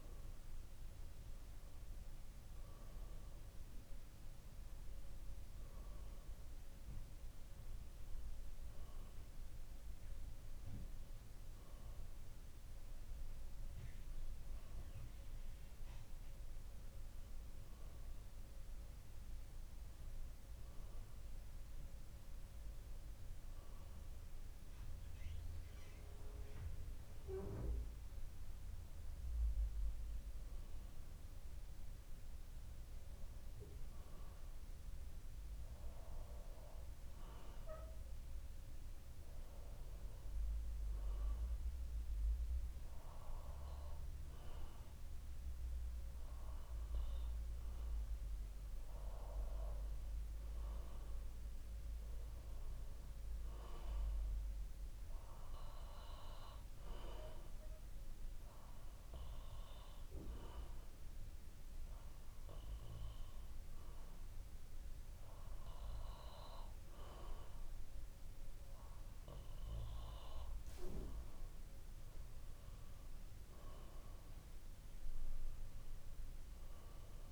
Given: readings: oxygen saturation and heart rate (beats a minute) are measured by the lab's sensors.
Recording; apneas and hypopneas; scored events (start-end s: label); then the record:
breathing in sleep by a room microphone; 2
34.50-48.00 s: hypopnea (oxygen 95% before, 92% lowest, heart rate 62 before, 59 extreme, up 3 after)
50.00-53.00 s: arousal
55.50-66.50 s: obstructive apnea (oxygen 95% before, 92% lowest, heart rate 60 before, 60 extreme, up 13 after)
70.50-72.50 s: long interval between heartbeats (device-marked, heart rate 61 before, 71 extreme)
71.00-74.50 s: arousal
From the record:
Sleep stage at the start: N2 (light sleep); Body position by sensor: on the back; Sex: male